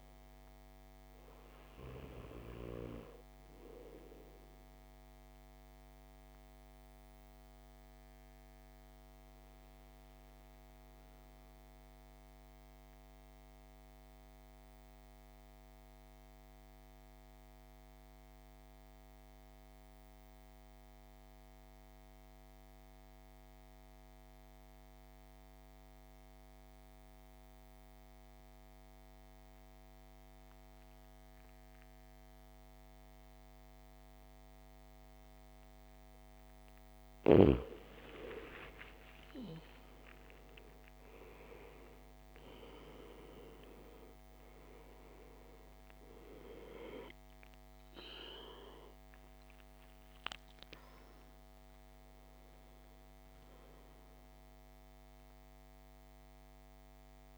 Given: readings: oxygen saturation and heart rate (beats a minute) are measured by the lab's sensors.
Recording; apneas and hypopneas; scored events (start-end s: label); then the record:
breathing in sleep by a microphone on the trachea; 1
0.00-21.50 s: oxygen desaturation (device-marked, oxygen 81% lowest, heart rate 54 extreme)
5.50-36.00 s: mixed apnea (oxygen 98% before, 80% lowest, heart rate 64 before, 54 extreme, up 19 after)
30.50-57.38 s: oxygen desaturation (device-marked, oxygen 99% before, 80% lowest, heart rate 55 before, 61 extreme)
38.00-42.50 s: arousal
From the record:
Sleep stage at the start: N2 (light sleep); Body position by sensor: on the back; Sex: male